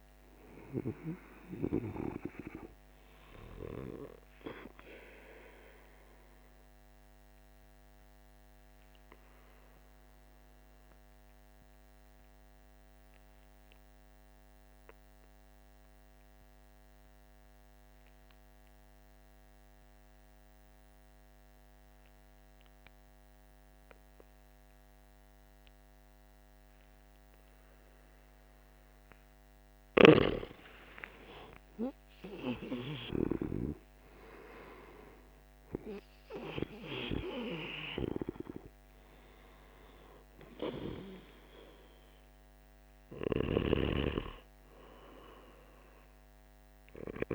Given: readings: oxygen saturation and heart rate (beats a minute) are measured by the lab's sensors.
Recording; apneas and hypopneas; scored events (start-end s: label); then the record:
breathing in sleep by a microphone on the trachea; 1
6.50-29.50 s: obstructive apnea (oxygen 97% before, 90% lowest, heart rate 67 before, 48 extreme, up 15 after)
27.50-47.35 s: oxygen desaturation (device-marked, oxygen 99% before, 90% lowest, heart rate 52 before, 48 extreme)
31.00-35.50 s: arousal
43.00-47.35 s: snoring (device-marked)
From the record:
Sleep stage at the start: N2 (light sleep); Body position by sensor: on the back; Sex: male